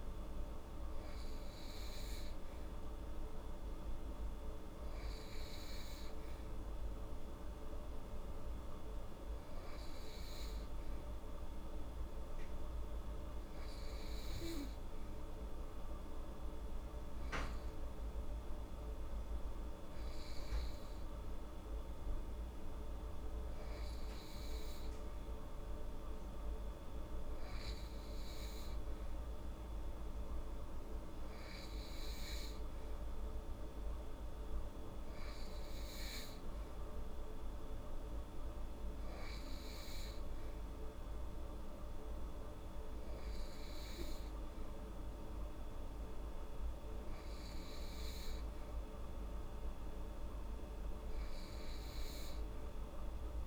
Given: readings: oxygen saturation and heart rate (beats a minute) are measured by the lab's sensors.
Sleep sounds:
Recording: breathing in sleep, hard to hear, by a room microphone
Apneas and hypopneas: none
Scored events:
none scored
From the record:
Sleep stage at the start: N2 (light sleep)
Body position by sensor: on the right side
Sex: female

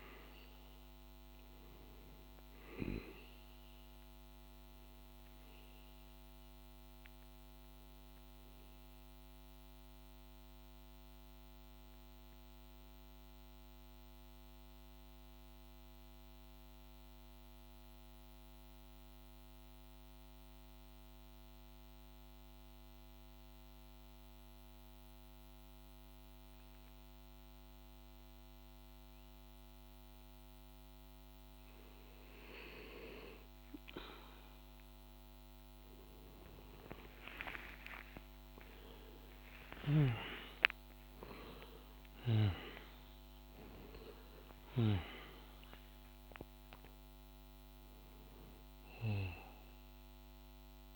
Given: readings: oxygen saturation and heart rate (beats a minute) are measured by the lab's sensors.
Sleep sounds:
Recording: breathing in sleep by a microphone on the trachea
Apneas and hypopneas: 1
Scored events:
0.00-14.00 s: oxygen desaturation (device-marked, oxygen 90% lowest, heart rate 49 extreme)
11.50-30.50 s: central apnea (oxygen 97% before, 90% lowest, heart rate 76 before, 49 extreme, up 35 after)
34.00-50.96 s: oxygen desaturation (device-marked, oxygen 97% before, 90% lowest, heart rate 50 before, 49 extreme)
35.50-40.00 s: arousal
From the record:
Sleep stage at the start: N2 (light sleep)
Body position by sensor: on the back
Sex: male

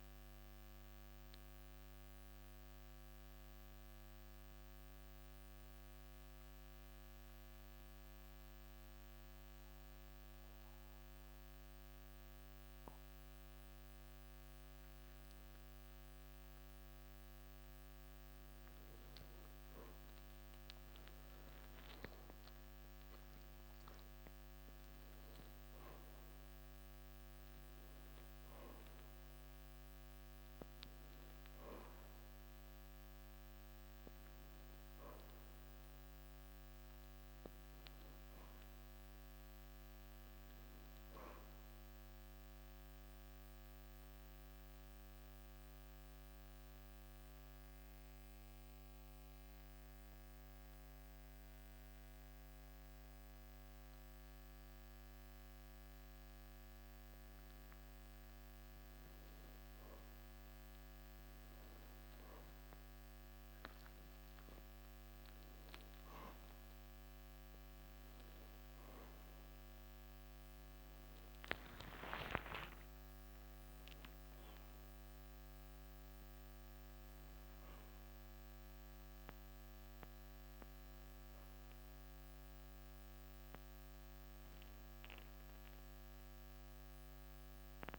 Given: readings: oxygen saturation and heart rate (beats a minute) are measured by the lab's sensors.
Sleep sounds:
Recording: a person partly awake in a sleep study, hard to hear, by a microphone on the trachea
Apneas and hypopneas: 2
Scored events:
3.50-18.50 s: central apnea (oxygen 97% before, 90% lowest, heart rate 56 before, 55 extreme, up 3 after)
20.50-45.50 s: oxygen desaturation (device-marked, oxygen 97% before, 90% lowest, heart rate 55 before, 54 extreme)
22.00-25.50 s: arousal
41.50-58.00 s: mixed apnea (oxygen 97% before, 93% lowest, heart rate 56 before, 54 extreme, up 1 after)
62.50-87.98 s: new sleep stage, awake
65.50-83.50 s: oxygen desaturation (device-marked, oxygen 98% before, 93% lowest, heart rate 55 before, 54 extreme)
From the record:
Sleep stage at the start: N2 (light sleep)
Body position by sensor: on the back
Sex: male

